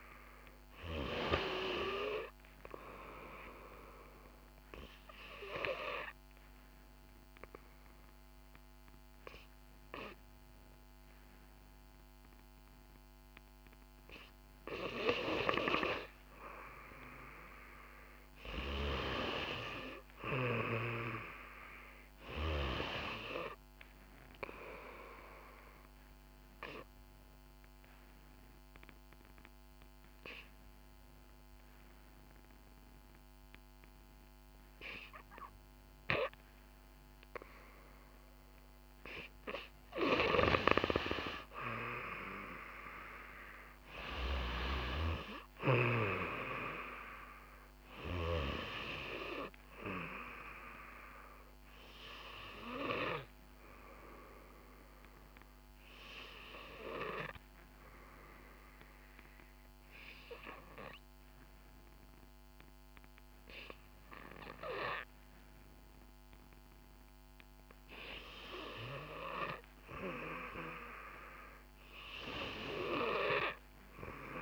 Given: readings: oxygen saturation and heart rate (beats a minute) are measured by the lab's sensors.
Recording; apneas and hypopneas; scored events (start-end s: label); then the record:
breathing in sleep by a microphone on the trachea; 3
3.50-16.00 s: obstructive apnea (oxygen 94% before, 88% lowest, heart rate 65 before, 61 extreme, up 6 after)
18.00-22.00 s: arousal
25.50-39.00 s: obstructive apnea (oxygen 92% before, 88% lowest, heart rate 64 before, 57 extreme, up 6 after)
27.50-44.50 s: oxygen desaturation (device-marked, oxygen 93% before, 89% lowest, heart rate 64 before, 57 extreme)
45.50-50.00 s: arousal
53.50-68.50 s: obstructive apnea (oxygen 93% before, 88% lowest, heart rate 64 before, 59 extreme, up 5 after)
53.50-68.50 s: oxygen desaturation (device-marked, oxygen 93% before, 88% lowest, heart rate 64 before, 59 extreme)
From the record:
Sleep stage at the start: N2 (light sleep); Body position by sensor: on the back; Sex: female